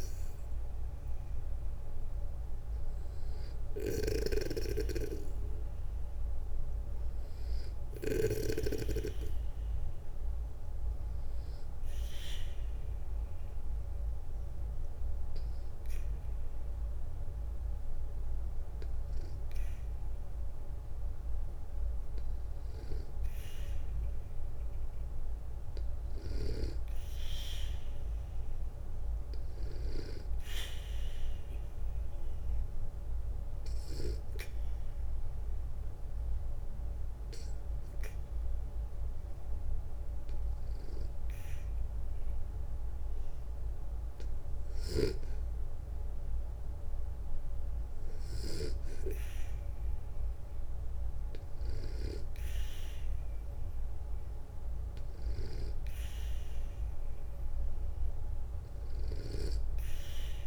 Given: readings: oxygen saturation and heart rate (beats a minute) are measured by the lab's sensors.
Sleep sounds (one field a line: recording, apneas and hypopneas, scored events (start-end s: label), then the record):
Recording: breathing in sleep by a room microphone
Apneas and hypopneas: 2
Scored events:
0.00-16.00 s: oxygen desaturation (device-marked, oxygen 89% lowest, heart rate 61 extreme)
3.00-7.50 s: snoring (device-marked)
10.50-21.50 s: obstructive apnea (oxygen 93% before, 89% lowest, heart rate 64 before, 61 extreme, up 0 after)
22.00-26.00 s: arousal
30.50-43.50 s: obstructive apnea (oxygen 97% before, 93% lowest, heart rate 62 before, 62 extreme, up 1 after)
44.00-48.00 s: snoring (device-marked)
46.00-50.00 s: arousal
From the record:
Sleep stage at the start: N2 (light sleep)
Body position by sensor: on the back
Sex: male